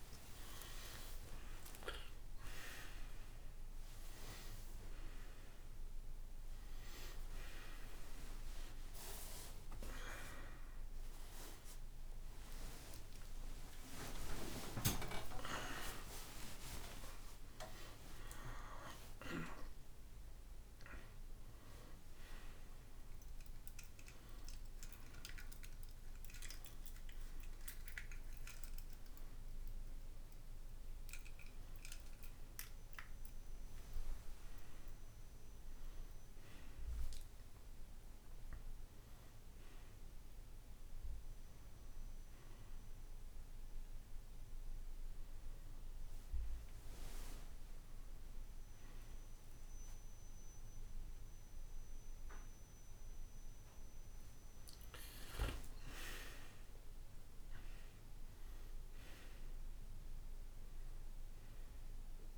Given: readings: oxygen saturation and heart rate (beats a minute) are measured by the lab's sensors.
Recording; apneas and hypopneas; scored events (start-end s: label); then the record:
a person awake in a sleep study, by a room microphone; none
47.50-62.38 s: oxygen desaturation (device-marked, oxygen 97% before, 94% lowest, heart rate 72 before, 65 extreme)
From the record:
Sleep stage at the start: awake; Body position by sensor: on the back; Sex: male